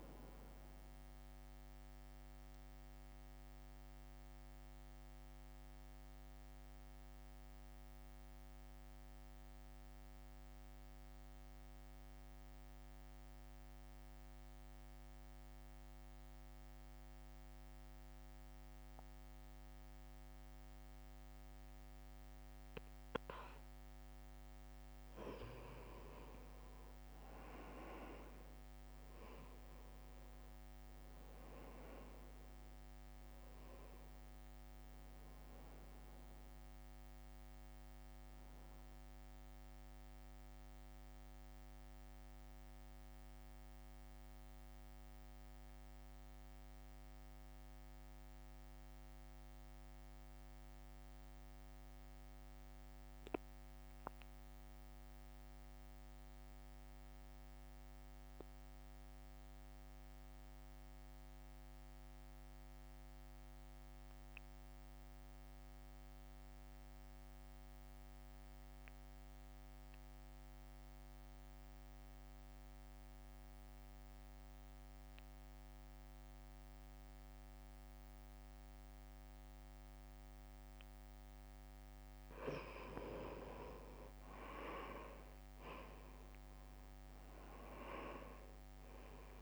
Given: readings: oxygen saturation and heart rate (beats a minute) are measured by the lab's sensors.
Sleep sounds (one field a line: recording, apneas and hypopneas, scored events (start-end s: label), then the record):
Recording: breathing in sleep by a microphone on the trachea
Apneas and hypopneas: 2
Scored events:
0.00-5.50 s: oxygen desaturation (device-marked, oxygen 85% lowest, heart rate 55 extreme)
2.50-24.00 s: central apnea (oxygen 91% before, 87% lowest, heart rate 61 before, 55 extreme, up 4 after)
25.50-51.50 s: oxygen desaturation (device-marked, oxygen 97% before, 87% lowest, heart rate 66 before, 55 extreme)
26.50-32.50 s: arousal
28.50-41.50 s: drop in pulse transit time (device-marked, heart rate 66 before, 61 extreme)
38.50-80.00 s: mixed apnea (oxygen 98% before, 82% lowest, heart rate 65 before, 55 extreme, up 4 after)
65.50-89.42 s: oxygen desaturation (device-marked, oxygen 98% before, 82% lowest, heart rate 62 before, 55 extreme)
From the record:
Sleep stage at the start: N2 (light sleep)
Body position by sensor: on the right side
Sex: male